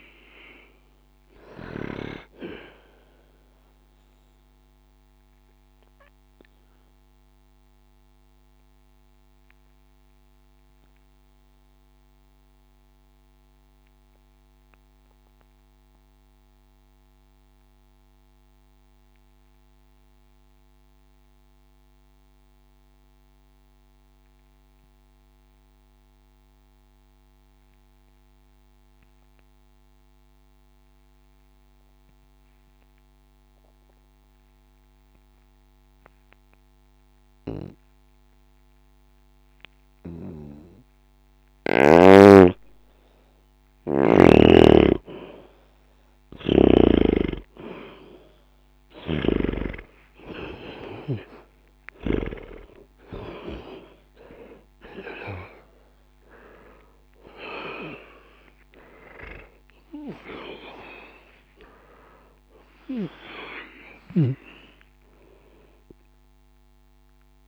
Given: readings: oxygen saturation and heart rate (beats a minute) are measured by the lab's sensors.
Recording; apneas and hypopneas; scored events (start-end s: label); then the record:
breathing in sleep by a microphone on the trachea; 1
0.00-26.50 s: oxygen desaturation (device-marked, oxygen 73% lowest, heart rate 60 extreme)
2.00-42.00 s: obstructive apnea (oxygen 96% before, 73% lowest, heart rate 63 before, 60 extreme, up 8 after)
43.50-67.48 s: oxygen desaturation (device-marked, oxygen 99% before, 79% lowest, heart rate 60 before, 60 extreme)
45.00-50.00 s: arousal
From the record:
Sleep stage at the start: N2 (light sleep); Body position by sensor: on the back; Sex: male